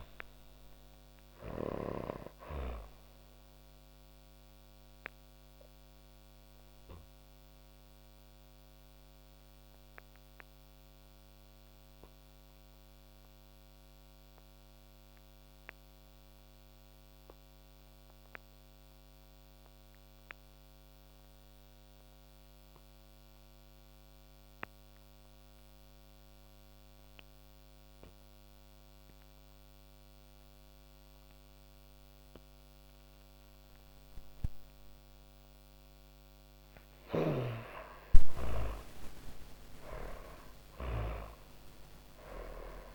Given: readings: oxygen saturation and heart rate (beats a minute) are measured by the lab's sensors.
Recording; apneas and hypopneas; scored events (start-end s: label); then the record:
breathing in sleep by a microphone on the trachea; 1
0.00-16.50 s: oxygen desaturation (device-marked, oxygen 76% lowest)
2.00-35.00 s: obstructive apnea (oxygen 99% before, 76% lowest)
29.50-42.95 s: oxygen desaturation (device-marked, oxygen 99% before, 80% lowest)
35.50-40.00 s: snoring (device-marked)
36.00-39.50 s: arousal
From the record:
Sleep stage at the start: N2 (light sleep); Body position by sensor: on the back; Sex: female